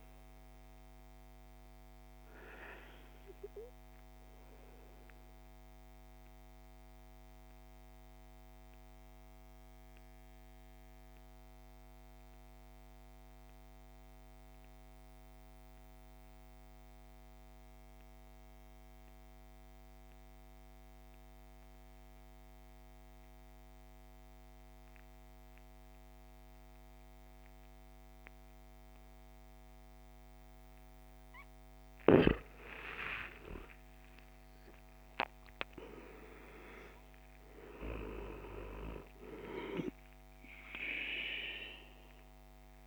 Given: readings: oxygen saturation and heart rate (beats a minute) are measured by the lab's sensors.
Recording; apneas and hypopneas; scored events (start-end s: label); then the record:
breathing in sleep by a microphone on the trachea; 1
0.00-25.50 s: oxygen desaturation (device-marked, oxygen 74% lowest)
4.50-30.50 s: mixed apnea (oxygen 98% before, 74% lowest)
27.50-37.50 s: oxygen desaturation (device-marked, oxygen 98% before, 92% lowest)
32.00-35.50 s: arousal
39.50-42.87 s: oxygen desaturation (device-marked, oxygen 97% before, 81% lowest)
From the record:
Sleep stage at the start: N2 (light sleep); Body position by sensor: on the back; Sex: male